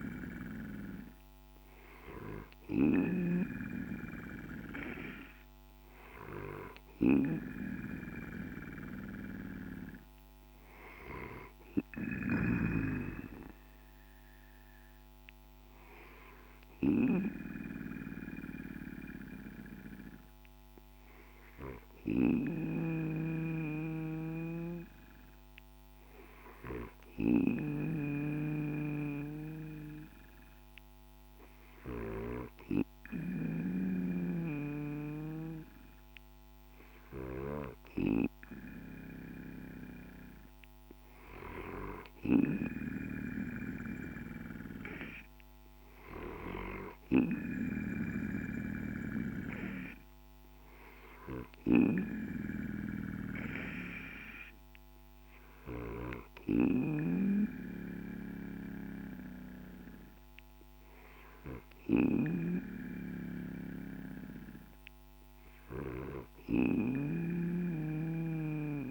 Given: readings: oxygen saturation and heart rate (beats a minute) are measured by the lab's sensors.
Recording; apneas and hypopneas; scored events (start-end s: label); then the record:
breathing in sleep by a microphone on the trachea; none
11.50-31.50 s: snoring (device-marked)
33.50-37.00 s: snoring (device-marked)
52.00-68.90 s: oxygen desaturation (device-marked, oxygen 94% before, 90% lowest, heart rate 56 before, 54 extreme)
61.50-68.90 s: snoring (device-marked)
From the record:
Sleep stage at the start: N2 (light sleep); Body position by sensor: on the back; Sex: male